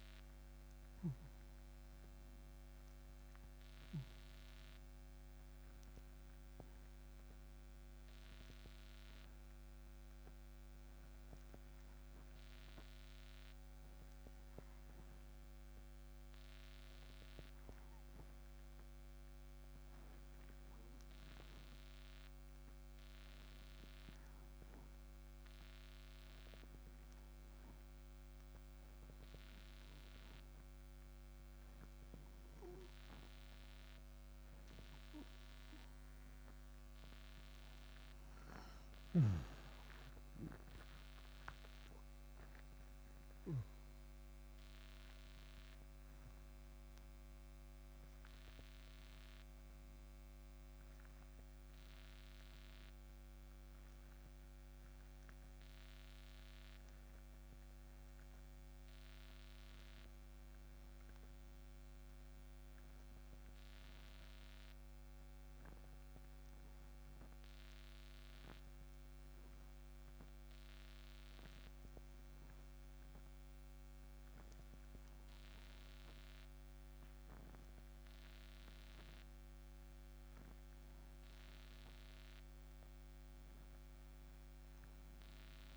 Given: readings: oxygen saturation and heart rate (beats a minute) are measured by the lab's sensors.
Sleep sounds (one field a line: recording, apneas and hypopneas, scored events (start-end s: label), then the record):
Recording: breathing in sleep, hard to hear, by a microphone on the trachea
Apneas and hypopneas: 2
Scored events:
0.00-1.00 s: arousal
11.50-36.00 s: obstructive apnea (oxygen 97% before, 90% lowest)
28.50-42.50 s: oxygen desaturation (device-marked, oxygen 95% before, 92% lowest)
41.50-47.50 s: arousal
64.00-76.50 s: hypopnea (oxygen 97% before, 90% lowest)
68.50-84.50 s: oxygen desaturation (device-marked, oxygen 96% before, 90% lowest)
79.00-84.50 s: arousal
From the record:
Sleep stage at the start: N2 (light sleep)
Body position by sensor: on the right side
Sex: male